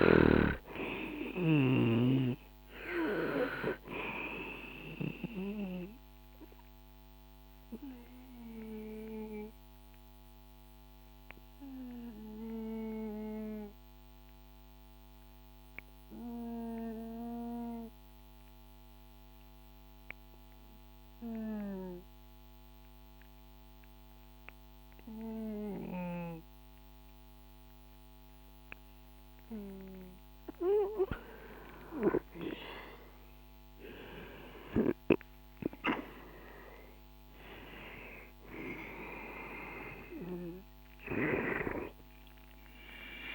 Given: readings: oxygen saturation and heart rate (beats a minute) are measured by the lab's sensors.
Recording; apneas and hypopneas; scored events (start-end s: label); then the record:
breathing in sleep by a microphone on the trachea; 1
0.00-2.00 s: arousal
0.00-23.50 s: oxygen desaturation (device-marked, oxygen 93% lowest, heart rate 62 extreme)
6.50-28.50 s: obstructive apnea (oxygen 97% before, 90% lowest, heart rate 66 before, 59 extreme, up 6 after)
33.00-37.50 s: arousal
38.50-43.35 s: oxygen desaturation (device-marked, oxygen 96% before, 90% lowest, heart rate 64 before, 59 extreme)
From the record:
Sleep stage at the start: N2 (light sleep); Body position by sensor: on the back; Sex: male